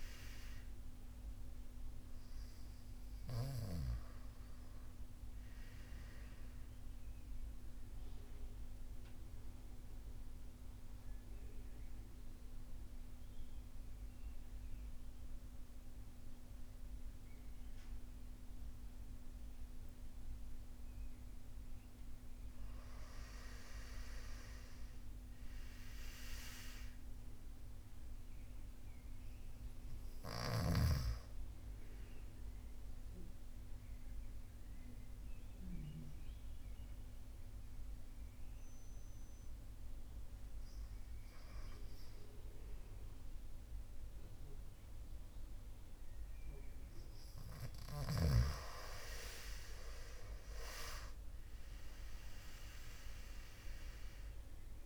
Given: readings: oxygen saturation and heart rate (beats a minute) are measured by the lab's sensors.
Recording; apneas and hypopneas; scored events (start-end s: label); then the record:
breathing in sleep by a room microphone; 2
0.00-1.50 s: arousal
2.00-19.00 s: oxygen desaturation (device-marked, oxygen 98% before, 91% lowest)
6.50-21.50 s: central apnea (oxygen 98% before, 91% lowest)
23.00-26.50 s: arousal
29.00-43.00 s: oxygen desaturation (device-marked, oxygen 98% before, 91% lowest)
32.00-46.00 s: obstructive apnea (oxygen 98% before, 91% lowest)
48.00-52.50 s: arousal
From the record:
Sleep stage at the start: N2 (light sleep); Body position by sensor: on the back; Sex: male